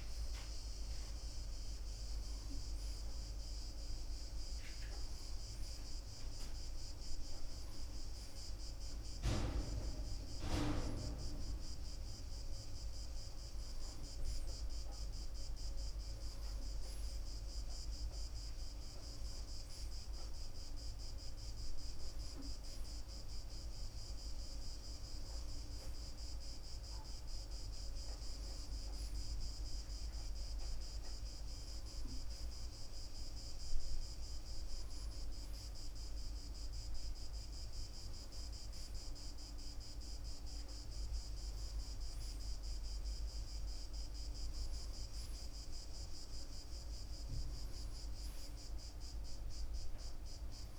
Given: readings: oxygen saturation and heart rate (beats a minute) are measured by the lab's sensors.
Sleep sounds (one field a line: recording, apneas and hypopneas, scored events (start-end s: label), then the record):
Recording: breathing in sleep, hard to hear, by a room microphone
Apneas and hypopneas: none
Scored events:
none scored
From the record:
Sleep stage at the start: N1 (lightest sleep)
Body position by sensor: on the front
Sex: male